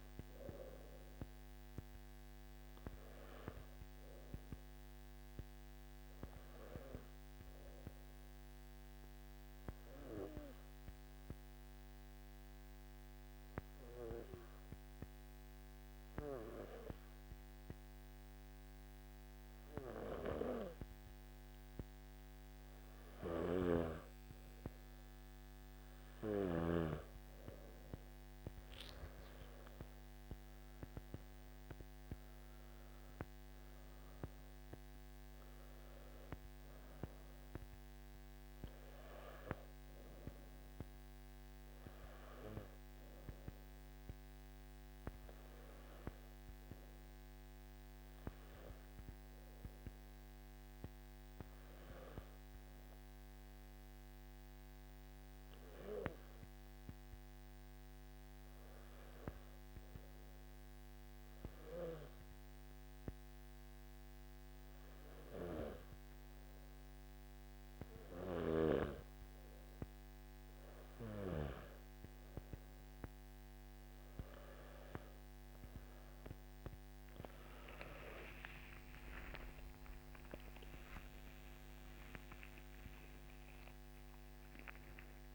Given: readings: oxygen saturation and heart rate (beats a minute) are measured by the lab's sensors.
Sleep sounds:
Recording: breathing in sleep by a microphone on the trachea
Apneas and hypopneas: 2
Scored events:
0.00-9.50 s: oxygen desaturation (device-marked, oxygen 91% lowest, heart rate 53 extreme)
7.50-22.50 s: hypopnea (oxygen 97% before, 93% lowest, heart rate 58 before, 53 extreme, up 10 after)
23.00-26.50 s: snoring (device-marked)
26.50-53.50 s: oxygen desaturation (device-marked, oxygen 98% before, 93% lowest, heart rate 57 before, 56 extreme)
48.00-68.00 s: hypopnea (oxygen 97% before, 92% lowest, heart rate 60 before, 57 extreme, up 8 after)
69.50-85.35 s: oxygen desaturation (device-marked, oxygen 97% before, 92% lowest, heart rate 59 before, 52 extreme)
79.50-81.50 s: long interval between heartbeats (device-marked, heart rate 63 before, 76 extreme)
From the record:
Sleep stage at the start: N2 (light sleep)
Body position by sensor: on the back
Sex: male

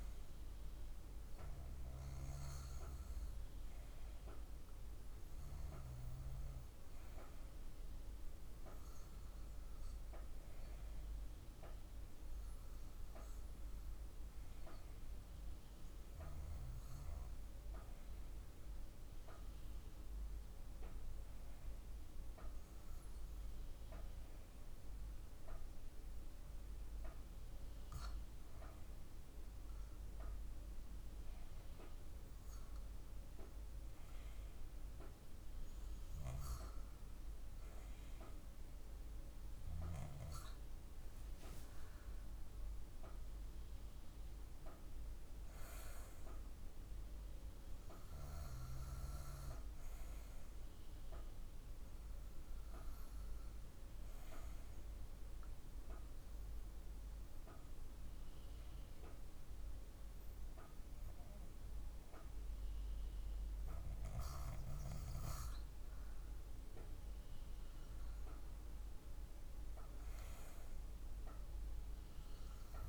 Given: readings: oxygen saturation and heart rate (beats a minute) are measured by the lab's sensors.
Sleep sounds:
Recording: breathing in sleep by a room microphone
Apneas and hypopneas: none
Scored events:
none scored
From the record:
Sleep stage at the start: REM sleep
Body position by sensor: on the back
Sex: female

